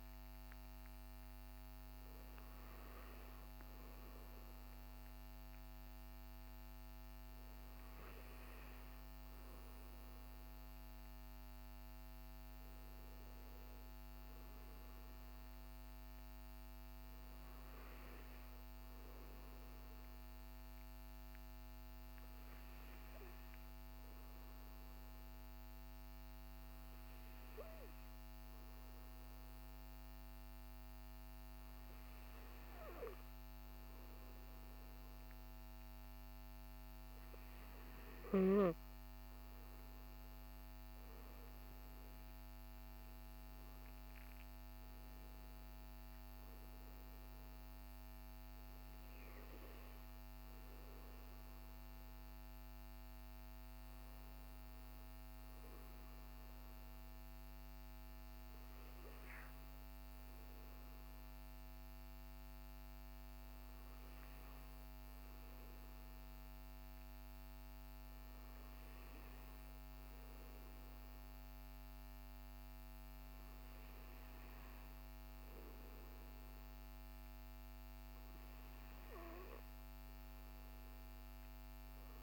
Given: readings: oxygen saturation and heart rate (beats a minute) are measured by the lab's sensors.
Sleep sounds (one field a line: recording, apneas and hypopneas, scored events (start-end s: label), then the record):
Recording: breathing in sleep, hard to hear, by a microphone on the trachea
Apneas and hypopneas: 2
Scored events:
12.00-16.00 s: arousal
20.50-35.50 s: hypopnea (oxygen 97% before, 95% lowest, heart rate 56 before, 49 extreme, up 15 after)
41.50-45.50 s: arousal
54.50-76.50 s: hypopnea (oxygen 97% before, 93% lowest, heart rate 59 before, 51 extreme, up 13 after)
From the record:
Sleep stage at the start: N2 (light sleep)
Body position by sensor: on the back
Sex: male